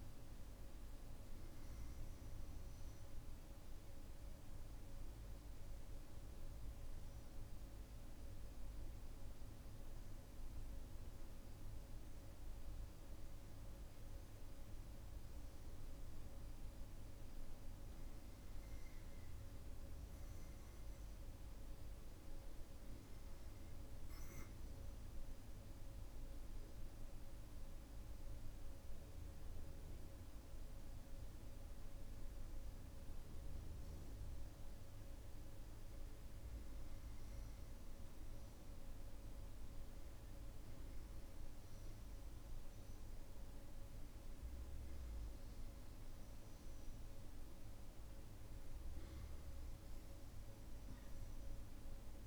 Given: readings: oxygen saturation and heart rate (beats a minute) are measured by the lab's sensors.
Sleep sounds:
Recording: breathing in sleep, hard to hear, by a room microphone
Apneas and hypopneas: none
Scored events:
none scored
From the record:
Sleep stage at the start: N2 (light sleep)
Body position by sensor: on the back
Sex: male

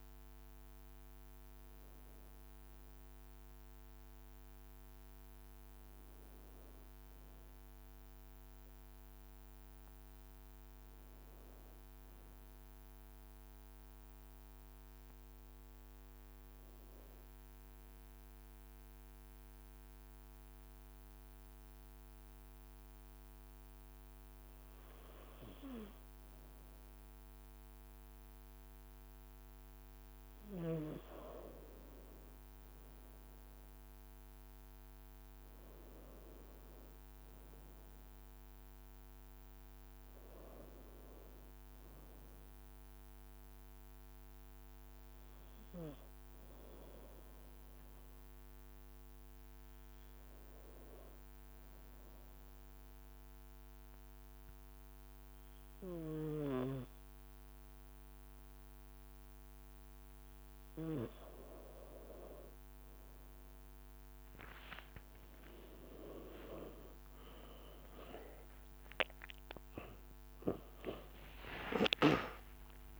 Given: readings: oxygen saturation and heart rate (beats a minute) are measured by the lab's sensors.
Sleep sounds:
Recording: breathing in sleep by a microphone on the trachea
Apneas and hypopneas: 2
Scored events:
2.00-5.00 s: leg movement (device-marked)
6.50-9.50 s: arousal
13.50-26.00 s: hypopnea (oxygen 96% before, 94% lowest, heart rate 57 before, 53 extreme, up 0 after)
27.50-31.00 s: arousal
34.50-58.50 s: oxygen desaturation (device-marked, oxygen 98% before, 94% lowest, heart rate 54 before, 53 extreme)
44.00-52.50 s: leg movement (device-marked)
50.00-61.50 s: obstructive apnea (oxygen 98% before, 94% lowest, heart rate 54 before, 53 extreme, up 6 after)
52.50-54.50 s: leg movement (device-marked)
70.50-73.00 s: tachycardia (device-marked, heart rate 60 before, 146 extreme)
From the record:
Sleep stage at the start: N2 (light sleep)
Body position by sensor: on the right side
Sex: male

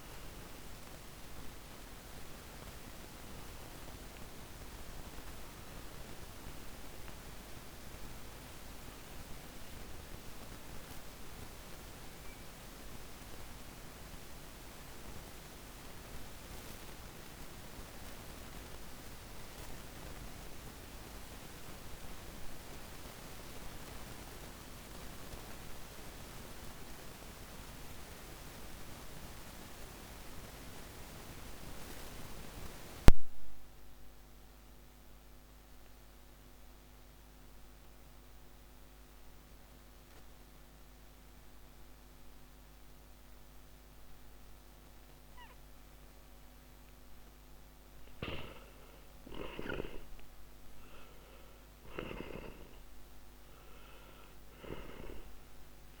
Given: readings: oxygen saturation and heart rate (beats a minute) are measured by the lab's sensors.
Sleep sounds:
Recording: breathing in sleep by a microphone on the trachea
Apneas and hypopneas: 1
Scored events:
0.00-20.00 s: oxygen desaturation (device-marked, oxygen 95% lowest, heart rate 39 extreme)
7.00-46.50 s: mixed apnea (oxygen 98% before, 89% lowest, heart rate 133 before, 39 extreme)
48.00-52.50 s: arousal
55.00-56.00 s: oxygen desaturation (device-marked, oxygen 97% before, 89% lowest, heart rate 102 before, 39 extreme)
From the record:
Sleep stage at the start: N2 (light sleep)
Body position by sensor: on the back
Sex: male

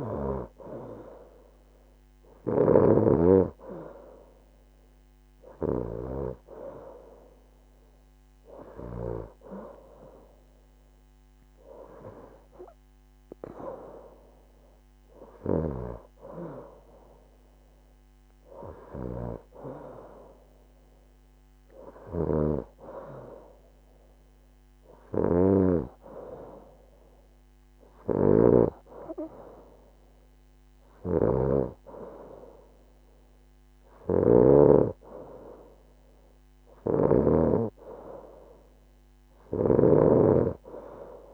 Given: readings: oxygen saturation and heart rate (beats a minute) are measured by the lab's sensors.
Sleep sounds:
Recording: breathing in sleep by a microphone on the trachea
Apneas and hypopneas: none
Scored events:
none scored
From the record:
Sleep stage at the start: N2 (light sleep)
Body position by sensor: on the right side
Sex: female

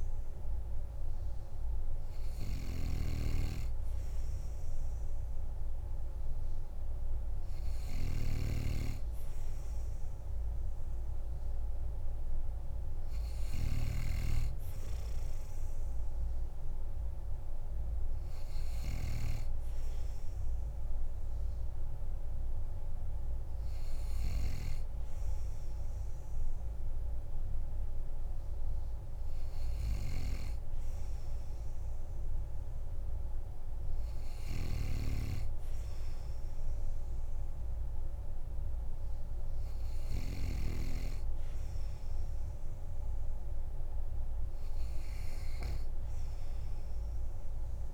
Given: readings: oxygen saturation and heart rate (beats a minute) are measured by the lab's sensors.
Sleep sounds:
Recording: breathing in sleep by a room microphone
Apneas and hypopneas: none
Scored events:
none scored
From the record:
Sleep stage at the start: N2 (light sleep)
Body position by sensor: on the back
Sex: male

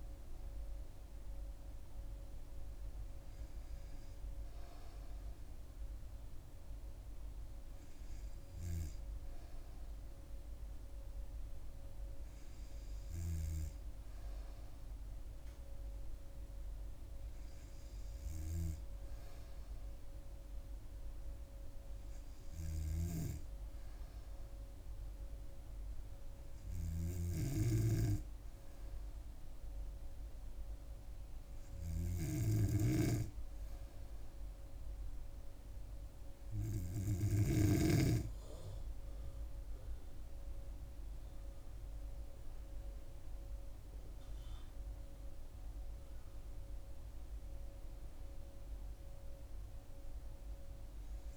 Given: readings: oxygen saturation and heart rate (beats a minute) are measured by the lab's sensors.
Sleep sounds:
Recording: breathing in sleep by a room microphone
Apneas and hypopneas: 1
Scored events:
24.50-38.00 s: hypopnea (oxygen 97% before, 94% lowest, heart rate 67 before, 65 extreme, up 8 after)
32.50-38.00 s: snoring (device-marked)
42.00-45.00 s: arousal
From the record:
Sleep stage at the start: N2 (light sleep)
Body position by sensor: on the back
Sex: female

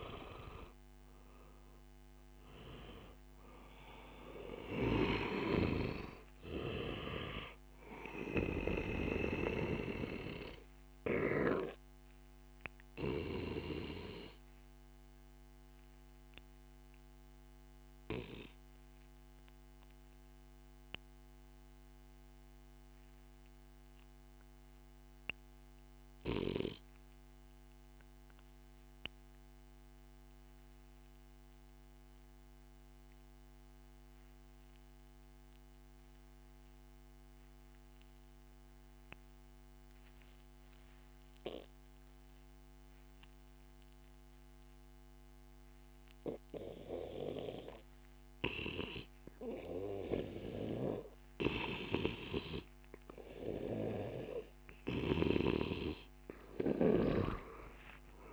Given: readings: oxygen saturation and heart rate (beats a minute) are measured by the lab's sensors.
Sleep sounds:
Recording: breathing in sleep by a microphone on the trachea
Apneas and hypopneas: 1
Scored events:
0.00-25.50 s: oxygen desaturation (device-marked, oxygen 88% lowest)
9.50-52.50 s: obstructive apnea (oxygen 97% before, 88% lowest)
From the record:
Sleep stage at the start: REM sleep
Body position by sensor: on the back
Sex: male

